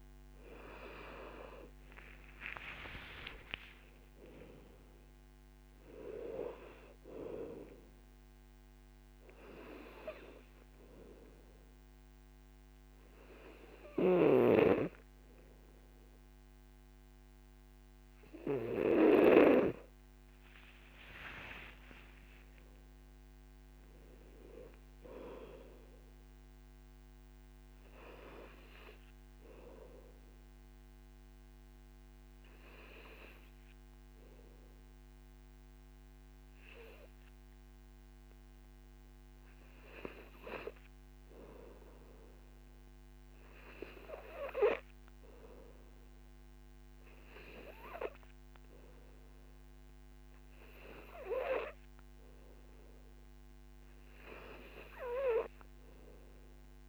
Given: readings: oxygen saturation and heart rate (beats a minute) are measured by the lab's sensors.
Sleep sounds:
breathing in sleep by a microphone on the trachea; 1
0.00-3.00 s: arousal
3.00-17.00 s: oxygen desaturation (device-marked, oxygen 93% before, 90% lowest, heart rate 57 before, 49 extreme)
21.00-24.50 s: arousal
30.00-40.00 s: obstructive apnea (oxygen 97% before, 92% lowest, heart rate 60 before, 54 extreme, up 6 after)
41.50-45.50 s: arousal
54.00-56.89 s: oxygen desaturation (device-marked, oxygen 97% before, 92% lowest, heart rate 58 before, 52 extreme)
From the record:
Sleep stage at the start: N2 (light sleep); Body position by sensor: on the back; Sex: male

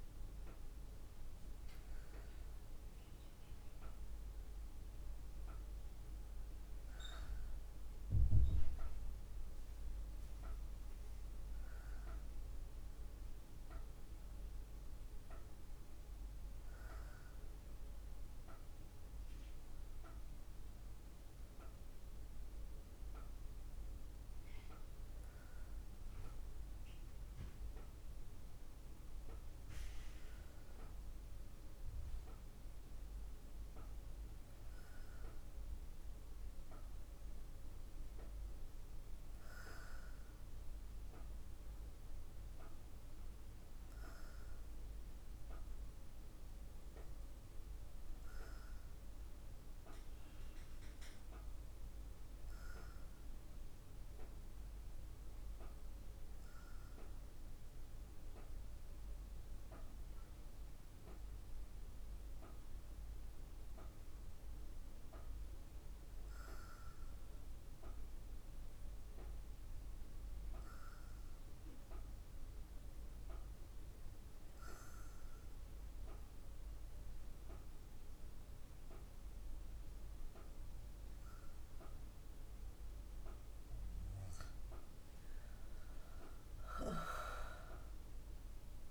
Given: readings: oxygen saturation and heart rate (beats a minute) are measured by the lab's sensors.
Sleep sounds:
breathing in sleep by a room microphone; 1
54.50-81.50 s: hypopnea (oxygen 98% before, 94% lowest, heart rate 55 before, 57 extreme, up 7 after)
85.50-88.90 s: arousal
From the record:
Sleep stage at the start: REM sleep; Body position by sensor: on the back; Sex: female

